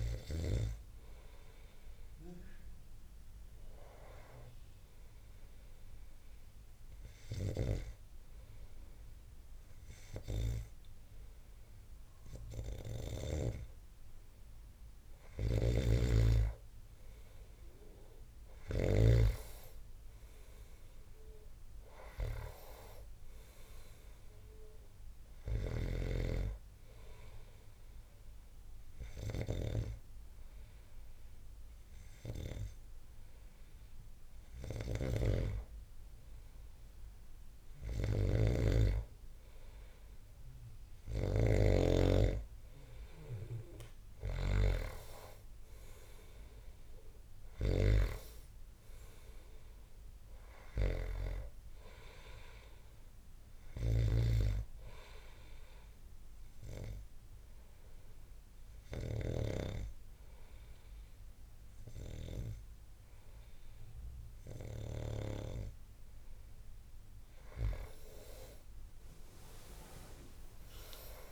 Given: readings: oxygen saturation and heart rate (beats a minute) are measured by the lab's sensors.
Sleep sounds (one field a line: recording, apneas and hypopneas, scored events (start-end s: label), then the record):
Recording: breathing in sleep by a room microphone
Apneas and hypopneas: 3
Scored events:
5.00-15.00 s: hypopnea (oxygen 97% before, 92% lowest, heart rate 69 before, 65 extreme, up 3 after)
15.00-19.00 s: snoring (device-marked)
18.00-22.50 s: arousal
24.50-41.50 s: oxygen desaturation (device-marked, oxygen 95% before, 92% lowest, heart rate 66 before, 66 extreme)
27.50-37.50 s: hypopnea (oxygen 95% before, 92% lowest, heart rate 67 before, 67 extreme, up 4 after)
35.00-48.00 s: snoring (device-marked)
41.50-46.00 s: arousal
47.50-63.50 s: oxygen desaturation (device-marked, oxygen 96% before, 93% lowest, heart rate 70 before, 62 extreme)
55.50-66.50 s: hypopnea (oxygen 96% before, 89% lowest, heart rate 72 before, 62 extreme, up 15 after)
From the record:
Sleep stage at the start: N2 (light sleep)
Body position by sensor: on the back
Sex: male